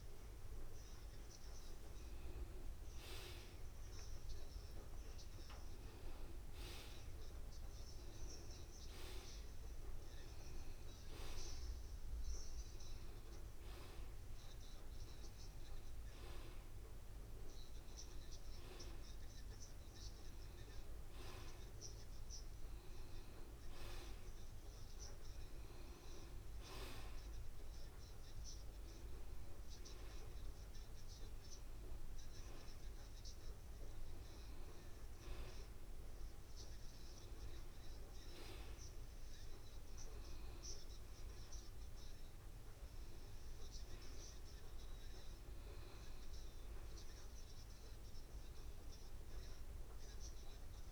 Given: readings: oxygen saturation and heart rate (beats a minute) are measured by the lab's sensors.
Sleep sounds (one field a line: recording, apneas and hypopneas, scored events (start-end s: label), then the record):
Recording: breathing in sleep by a room microphone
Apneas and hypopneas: none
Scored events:
0.00-9.00 s: oxygen desaturation (device-marked, oxygen 90% lowest, heart rate 75 extreme)
48.00-50.92 s: arousal
From the record:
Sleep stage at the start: N2 (light sleep)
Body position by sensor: on the back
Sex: male